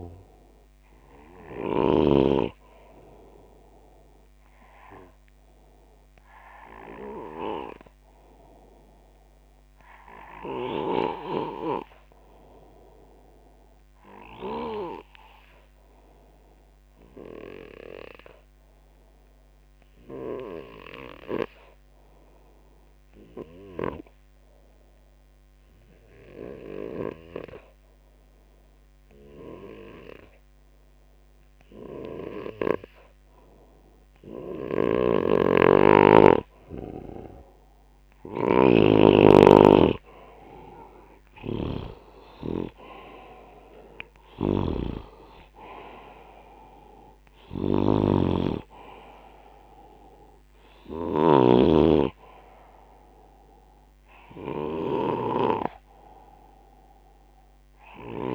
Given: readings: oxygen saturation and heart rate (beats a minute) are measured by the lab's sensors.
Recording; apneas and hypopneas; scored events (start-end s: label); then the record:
breathing in sleep by a microphone on the trachea; 1
14.00-33.00 s: obstructive apnea (oxygen 98% before, 89% lowest, heart rate 76 before, 72 extreme, up 9 after)
34.50-42.50 s: snoring (device-marked)
40.00-43.50 s: arousal
44.50-58.35 s: snoring (device-marked)
45.50-58.35 s: oxygen desaturation (device-marked, oxygen 96% before, 89% lowest, heart rate 86 before, 69 extreme)
From the record:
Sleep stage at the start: N2 (light sleep); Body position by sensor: on the back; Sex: male